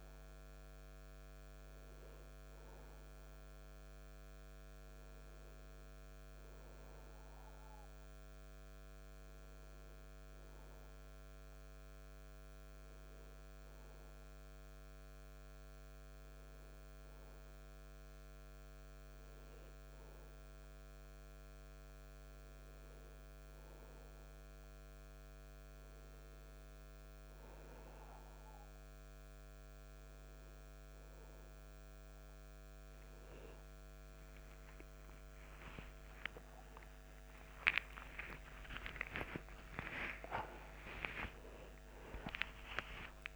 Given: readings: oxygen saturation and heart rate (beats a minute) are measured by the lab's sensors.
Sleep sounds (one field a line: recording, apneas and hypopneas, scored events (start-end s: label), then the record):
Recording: a person awake in a sleep study, by a microphone on the trachea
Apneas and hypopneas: none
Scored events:
none scored
From the record:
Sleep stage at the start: awake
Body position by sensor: on the back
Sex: male